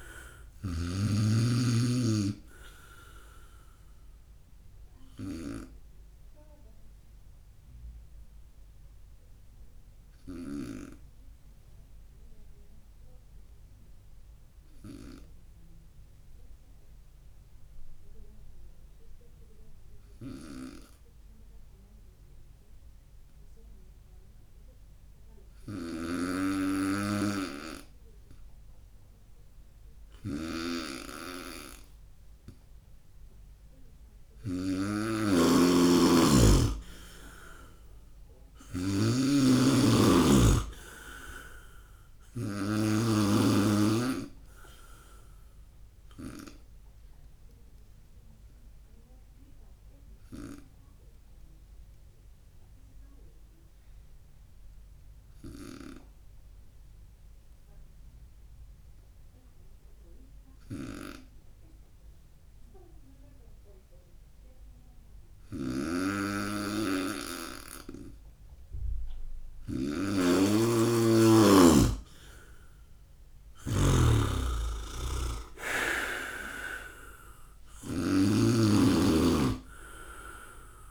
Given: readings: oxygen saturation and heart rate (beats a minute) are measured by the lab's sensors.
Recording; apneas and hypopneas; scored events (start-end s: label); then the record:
breathing in sleep by a room microphone; 2
0.00-3.50 s: oxygen desaturation (device-marked, oxygen 94% lowest, heart rate 59 extreme)
0.00-10.50 s: snoring (device-marked)
4.00-31.50 s: obstructive apnea (oxygen 99% before, 94% lowest, heart rate 68 before, 59 extreme, up 1 after)
20.00-34.50 s: snoring (device-marked)
33.50-38.00 s: arousal
39.00-46.50 s: snoring (device-marked)
45.00-68.50 s: obstructive apnea (oxygen 99% before, 93% lowest, heart rate 69 before, 62 extreme, up 7 after)
60.50-78.00 s: snoring (device-marked)
70.50-75.00 s: arousal
From the record:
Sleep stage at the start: N2 (light sleep); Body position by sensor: on the right side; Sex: male